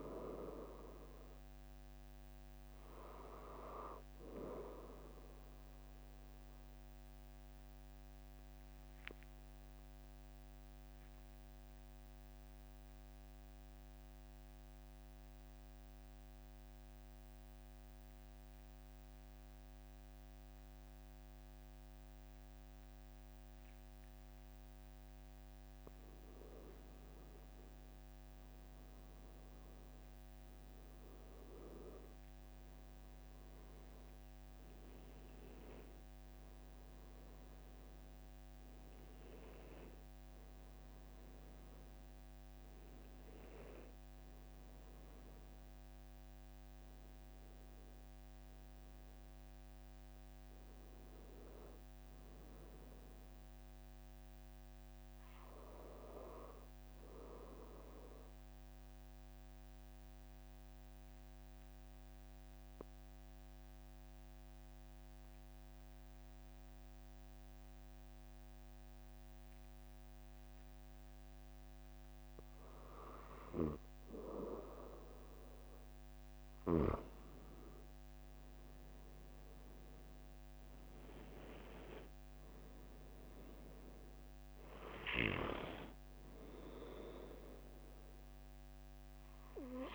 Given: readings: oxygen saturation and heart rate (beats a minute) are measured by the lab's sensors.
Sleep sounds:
breathing in sleep by a microphone on the trachea; 2
7.50-26.00 s: obstructive apnea (oxygen 97% before, 93% lowest, heart rate 45 before, 43 extreme, up 3 after)
29.00-33.00 s: arousal
58.00-72.50 s: obstructive apnea (oxygen 96% before, 94% lowest, heart rate 45 before, 43 extreme, up 3 after)
69.00-89.95 s: new sleep stage, N2 (light sleep)
78.00-82.50 s: arousal
From the record:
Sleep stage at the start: REM sleep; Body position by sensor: on the back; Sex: male

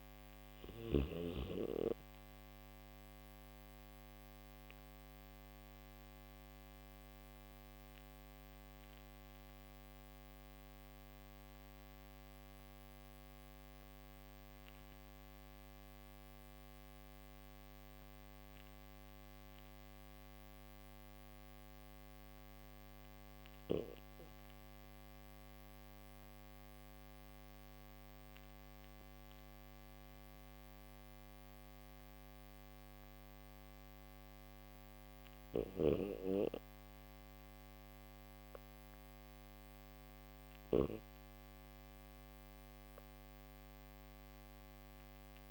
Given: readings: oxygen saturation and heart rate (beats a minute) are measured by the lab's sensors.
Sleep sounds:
breathing in sleep by a microphone on the trachea; none
39.00-45.50 s: oxygen desaturation (device-marked, oxygen 97% before, 89% lowest, heart rate 62 before, 59 extreme)
From the record:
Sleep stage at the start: N1 (lightest sleep); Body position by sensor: on the back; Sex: male

